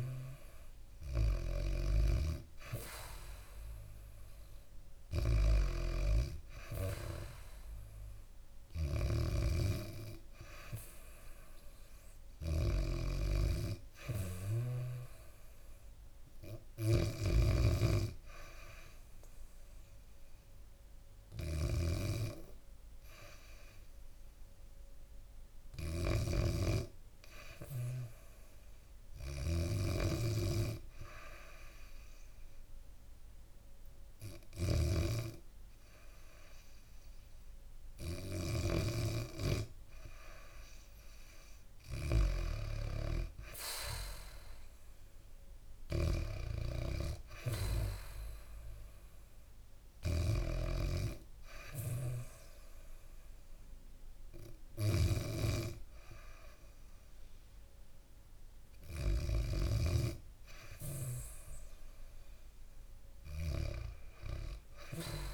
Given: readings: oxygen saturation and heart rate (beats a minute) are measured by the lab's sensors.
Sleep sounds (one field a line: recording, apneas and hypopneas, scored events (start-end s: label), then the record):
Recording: breathing in sleep by a room microphone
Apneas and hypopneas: 1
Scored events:
0.00-20.00 s: oxygen desaturation (device-marked, oxygen 94% lowest, heart rate 70 extreme)
0.00-59.50 s: snoring (device-marked)
19.00-22.00 s: arousal
24.50-39.50 s: hypopnea (oxygen 98% before, 95% lowest, heart rate 78 before, 72 extreme, up 4 after)
42.50-47.50 s: arousal
From the record:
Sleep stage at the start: N2 (light sleep)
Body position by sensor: on the back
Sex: female